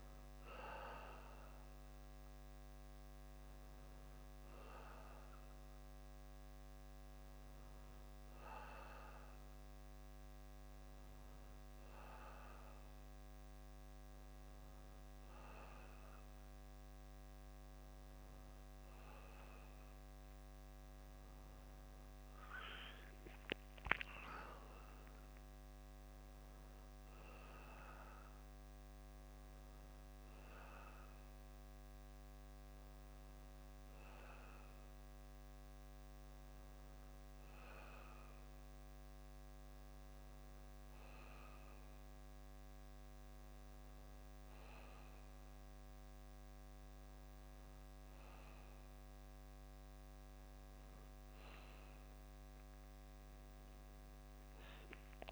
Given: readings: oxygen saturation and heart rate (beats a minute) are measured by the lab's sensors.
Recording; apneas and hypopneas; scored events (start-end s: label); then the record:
breathing in sleep by a microphone on the trachea; none
none scored
From the record:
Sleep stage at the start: N1 (lightest sleep); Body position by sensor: on the back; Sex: male